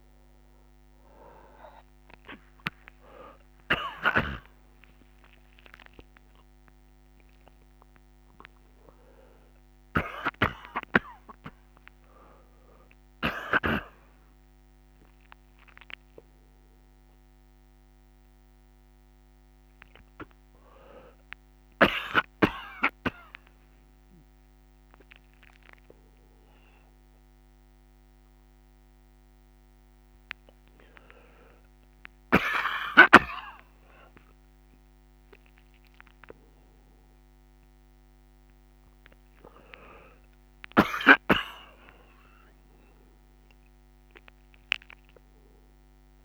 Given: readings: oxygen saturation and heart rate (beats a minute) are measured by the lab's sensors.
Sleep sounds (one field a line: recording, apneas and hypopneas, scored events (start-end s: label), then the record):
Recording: a person awake in a sleep study, by a microphone on the trachea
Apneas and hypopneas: none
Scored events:
0.00-21.00 s: oxygen desaturation (device-marked, oxygen 88% lowest, heart rate 62 extreme)
4.50-6.50 s: long interval between heartbeats (device-marked, heart rate 63 before, 85 extreme)
8.00-13.00 s: tachycardia (device-marked, heart rate 64 before, 106 extreme)
10.00-14.00 s: snoring (device-marked)
11.00-13.00 s: long interval between heartbeats (device-marked, heart rate 72 before, 101 extreme)
33.00-35.00 s: long interval between heartbeats (device-marked, heart rate 80 before, 95 extreme)
41.00-43.00 s: long interval between heartbeats (device-marked, heart rate 82 before, 89 extreme)
From the record:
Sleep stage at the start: awake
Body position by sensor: on the back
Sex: male